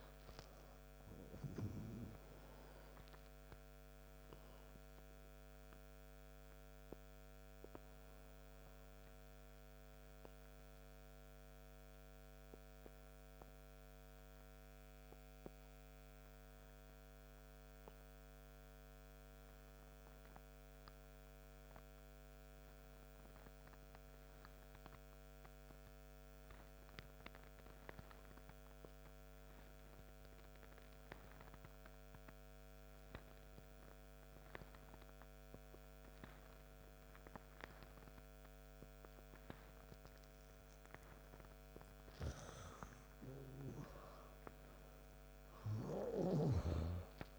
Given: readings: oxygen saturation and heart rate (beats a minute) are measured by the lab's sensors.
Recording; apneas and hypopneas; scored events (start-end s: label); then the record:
breathing in sleep by a microphone on the trachea; 1
0.00-29.00 s: oxygen desaturation (device-marked, oxygen 89% lowest, heart rate 52 extreme)
5.00-42.00 s: obstructive apnea (oxygen 100% before, 86% lowest, heart rate 65 before, 52 extreme, up 21 after)
44.00-47.39 s: arousal
46.00-47.39 s: oxygen desaturation (device-marked, oxygen 99% before, 86% lowest, heart rate 63 before, 49 extreme)
From the record:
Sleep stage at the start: N2 (light sleep); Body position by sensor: on the right side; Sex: male